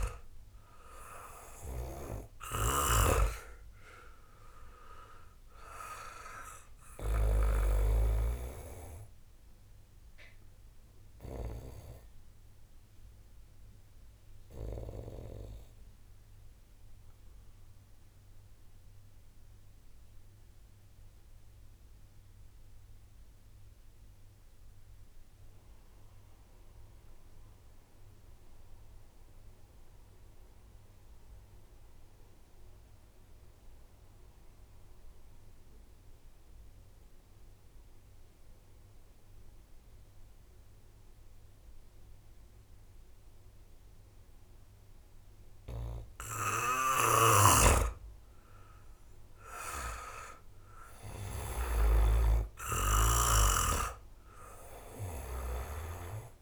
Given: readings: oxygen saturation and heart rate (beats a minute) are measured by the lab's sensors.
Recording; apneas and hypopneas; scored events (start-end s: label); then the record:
breathing in sleep by a room microphone; 1
0.00-2.50 s: arousal
0.00-7.00 s: snoring (device-marked)
4.00-27.00 s: oxygen desaturation (device-marked, oxygen 96% before, 92% lowest, heart rate 60 before, 26 extreme)
11.50-45.00 s: obstructive apnea (oxygen 98% before, 90% lowest, heart rate 55 before, 29 extreme, up 15 after)
45.00-56.42 s: oxygen desaturation (device-marked, oxygen 96% before, 90% lowest, heart rate 62 before, 29 extreme)
47.00-55.50 s: snoring (device-marked)
48.00-53.00 s: arousal
From the record:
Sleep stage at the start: N2 (light sleep); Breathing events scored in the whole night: 302 in 4.1 hours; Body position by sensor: on the back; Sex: male